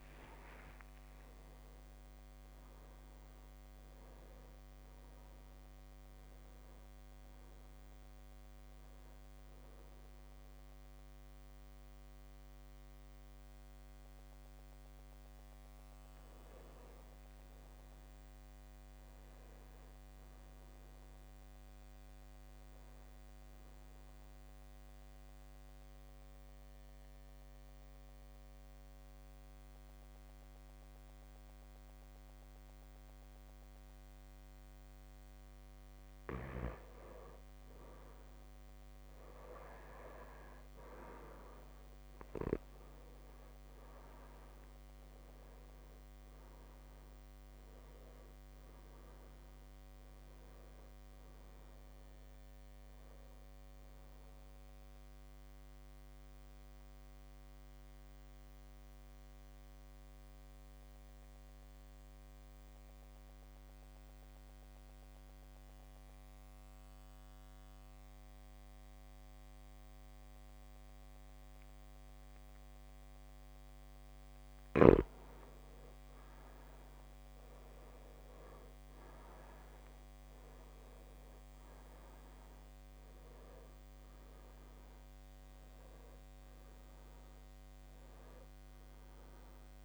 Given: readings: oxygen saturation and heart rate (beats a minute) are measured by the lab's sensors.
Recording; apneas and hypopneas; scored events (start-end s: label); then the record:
breathing in sleep, hard to hear, by a microphone on the trachea; 2
0.00-2.50 s: drop in pulse transit time (device-marked)
0.00-3.00 s: arousal
3.50-26.50 s: oxygen desaturation (device-marked, oxygen 98% before, 93% lowest)
6.50-8.50 s: long interval between heartbeats (device-marked)
17.50-19.50 s: long interval between heartbeats (device-marked)
18.00-20.50 s: arousal
23.50-25.50 s: long interval between heartbeats (device-marked, heart rate 38 before, 30 extreme)
24.00-35.50 s: mixed apnea (oxygen 98% before, 95% lowest)
25.50-27.50 s: drop in pulse transit time (device-marked, heart rate 39 before, 30 extreme)
31.50-33.50 s: long interval between heartbeats (device-marked, heart rate 38 before, 28 extreme)
33.50-35.50 s: long interval between heartbeats (device-marked, heart rate 39 before, 35 extreme)
38.50-39.50 s: drop in pulse transit time (device-marked, heart rate 42 before, 53 extreme)
38.50-40.50 s: long interval between heartbeats (device-marked, heart rate 42 before, 53 extreme)
39.50-44.00 s: arousal
42.50-47.50 s: drop in pulse transit time (device-marked, heart rate 39 before, 28 extreme)
45.50-47.50 s: long interval between heartbeats (device-marked, heart rate 38 before, 36 extreme)
47.50-49.50 s: long interval between heartbeats (device-marked, heart rate 38 before, 49 extreme)
48.50-69.50 s: oxygen desaturation (device-marked, oxygen 99% before, 95% lowest)
49.50-52.50 s: drop in pulse transit time (device-marked, heart rate 41 before, 43 extreme)
56.00-74.00 s: mixed apnea (oxygen 99% before, 94% lowest)
58.50-60.50 s: long interval between heartbeats (device-marked, heart rate 37 before, 29 extreme)
65.00-67.00 s: long interval between heartbeats (device-marked, heart rate 35 before, 47 extreme)
65.50-76.50 s: drop in pulse transit time (device-marked, heart rate 36 before, 25 extreme)
69.00-71.00 s: long interval between heartbeats (device-marked, heart rate 37 before, 39 extreme)
75.50-78.50 s: arousal
76.50-78.50 s: long interval between heartbeats (device-marked, heart rate 37 before, 48 extreme)
82.50-84.50 s: long interval between heartbeats (device-marked, heart rate 45 before, 60 extreme)
87.50-89.50 s: long interval between heartbeats (device-marked, heart rate 46 before, 47 extreme)
From the record:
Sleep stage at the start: N2 (light sleep); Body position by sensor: on the back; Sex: male